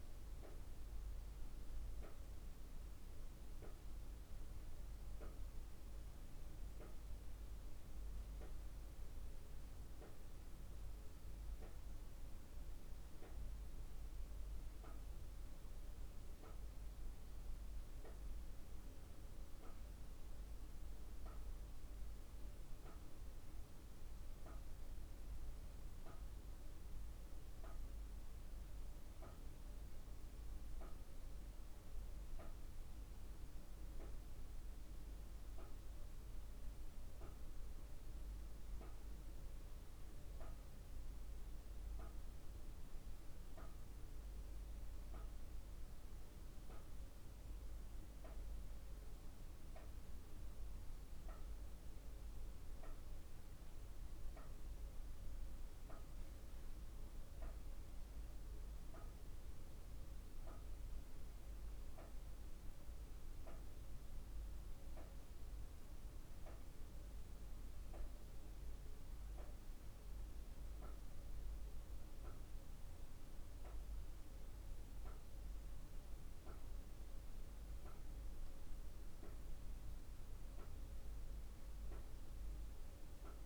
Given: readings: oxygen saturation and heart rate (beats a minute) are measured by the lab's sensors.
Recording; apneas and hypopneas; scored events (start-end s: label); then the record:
breathing in sleep, hard to hear, by a room microphone; 1
24.50-37.50 s: central apnea (oxygen 99% before, 96% lowest, heart rate 61 before, 52 extreme, up 7 after)
40.00-44.50 s: arousal
From the record:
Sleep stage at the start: N2 (light sleep); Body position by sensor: on the back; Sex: female